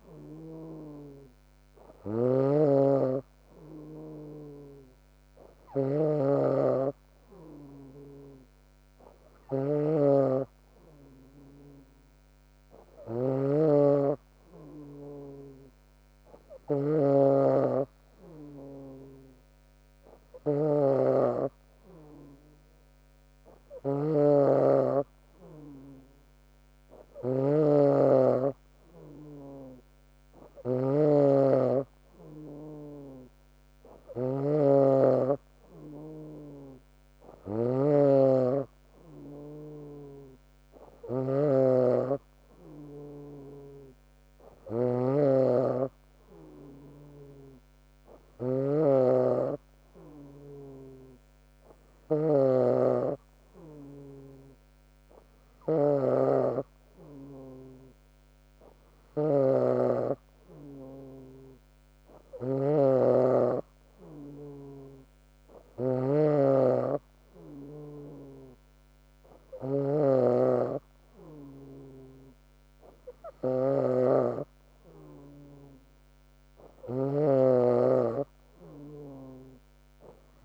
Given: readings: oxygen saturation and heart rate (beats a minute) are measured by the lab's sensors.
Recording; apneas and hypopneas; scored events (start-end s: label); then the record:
breathing in sleep by a microphone on the trachea; none
30.50-38.00 s: snoring (device-marked)
70.00-80.45 s: new sleep stage, awake
75.50-77.50 s: long interval between heartbeats (device-marked, heart rate 72 before, 81 extreme)
From the record:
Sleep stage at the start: N2 (light sleep); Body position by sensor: on the back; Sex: female